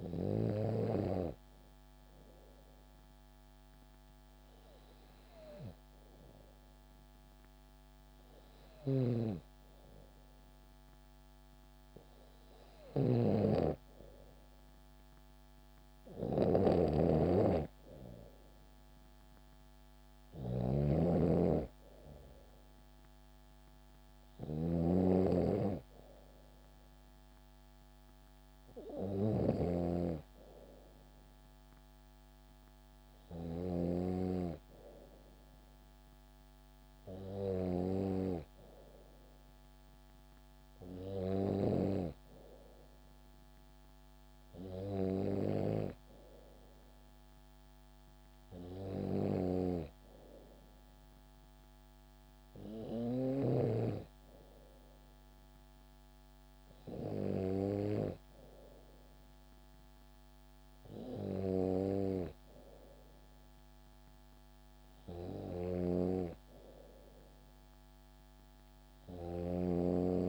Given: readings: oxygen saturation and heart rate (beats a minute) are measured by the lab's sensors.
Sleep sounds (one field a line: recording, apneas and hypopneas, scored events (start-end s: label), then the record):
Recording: breathing in sleep by a microphone on the trachea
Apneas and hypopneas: 1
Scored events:
2.00-13.50 s: hypopnea (oxygen 94% before, 93% lowest, heart rate 68 before, 68 extreme, up 2 after)
8.00-33.50 s: snoring (device-marked)
14.50-18.50 s: arousal
65.00-69.50 s: snoring (device-marked)
From the record:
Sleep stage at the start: N2 (light sleep)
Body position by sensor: on the back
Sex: female